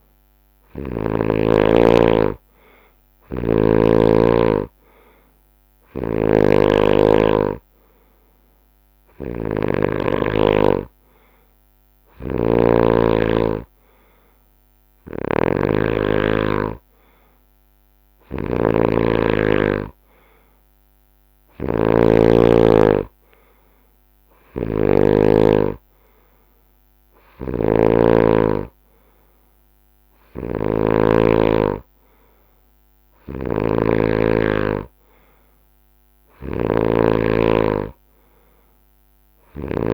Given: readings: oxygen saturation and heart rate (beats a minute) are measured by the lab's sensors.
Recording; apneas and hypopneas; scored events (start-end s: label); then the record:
breathing in sleep by a microphone on the trachea; none
0.00-1.00 s: snoring (device-marked)
5.50-25.00 s: snoring (device-marked)
21.00-31.00 s: drop in pulse transit time (device-marked, heart rate 73 before, 72 extreme)
27.00-39.93 s: snoring (device-marked)
From the record:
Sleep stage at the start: N2 (light sleep); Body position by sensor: on the right side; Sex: male